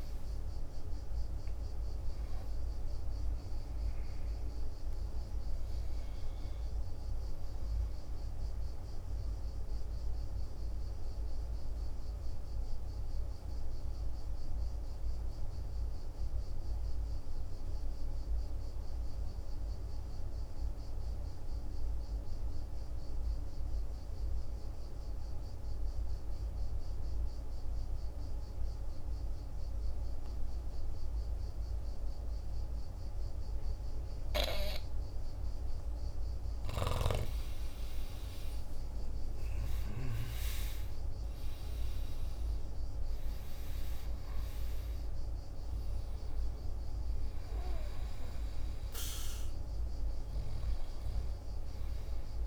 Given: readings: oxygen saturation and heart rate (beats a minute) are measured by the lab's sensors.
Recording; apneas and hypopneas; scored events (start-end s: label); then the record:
breathing in sleep, hard to hear, by a room microphone; 1
0.00-16.00 s: oxygen desaturation (device-marked, oxygen 83% lowest, heart rate 48 extreme)
9.00-36.00 s: mixed apnea (oxygen 96% before, 83% lowest, heart rate 64 before, 46 extreme, up 16 after)
36.00-52.47 s: oxygen desaturation (device-marked, oxygen 99% before, 86% lowest, heart rate 49 before, 46 extreme)
37.00-41.00 s: arousal
From the record:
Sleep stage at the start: N2 (light sleep); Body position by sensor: on the back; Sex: male